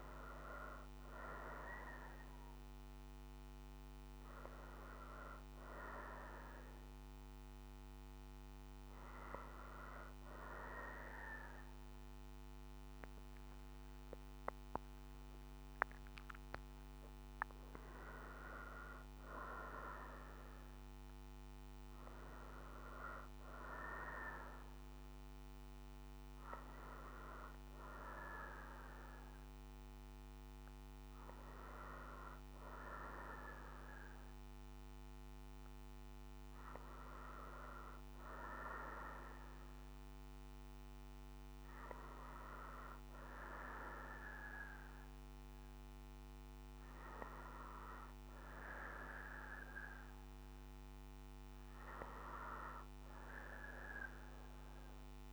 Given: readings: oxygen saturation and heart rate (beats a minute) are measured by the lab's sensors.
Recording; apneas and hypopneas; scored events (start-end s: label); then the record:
breathing in sleep by a microphone on the trachea; 1
1.00-11.00 s: oxygen desaturation (device-marked, oxygen 94% before, 90% lowest, heart rate 66 before, 61 extreme)
6.50-17.50 s: hypopnea (oxygen 94% before, 91% lowest, heart rate 66 before, 61 extreme, up 3 after)
20.00-24.50 s: arousal
26.00-32.00 s: oxygen desaturation (device-marked, oxygen 94% before, 91% lowest, heart rate 64 before, 60 extreme)
From the record:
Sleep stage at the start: N2 (light sleep); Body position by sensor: on the right side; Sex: female